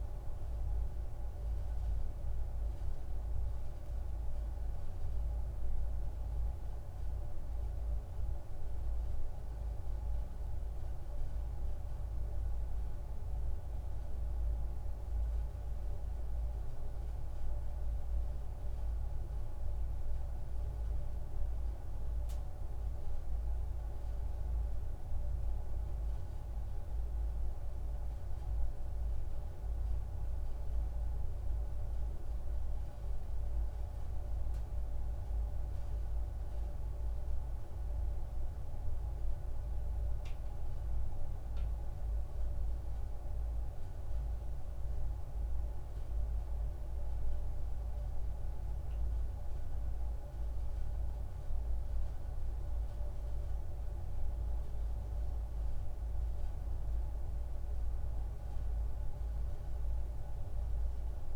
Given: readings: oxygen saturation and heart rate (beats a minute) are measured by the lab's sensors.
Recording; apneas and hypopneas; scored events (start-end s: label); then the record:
a person awake in a sleep study, hard to hear, by a room microphone; none
none scored
From the record:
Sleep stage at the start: awake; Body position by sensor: on the back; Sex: male